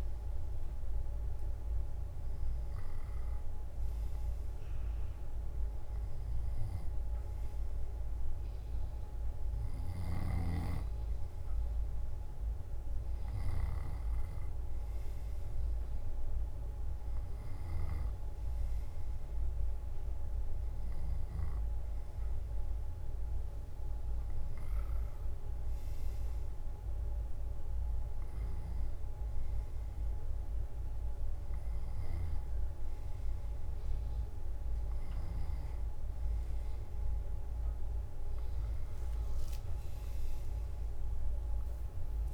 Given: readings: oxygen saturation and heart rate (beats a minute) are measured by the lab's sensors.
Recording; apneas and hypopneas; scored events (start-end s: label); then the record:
breathing in sleep, hard to hear, by a room microphone; none
none scored
From the record:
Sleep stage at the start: N2 (light sleep); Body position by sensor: on the left side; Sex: male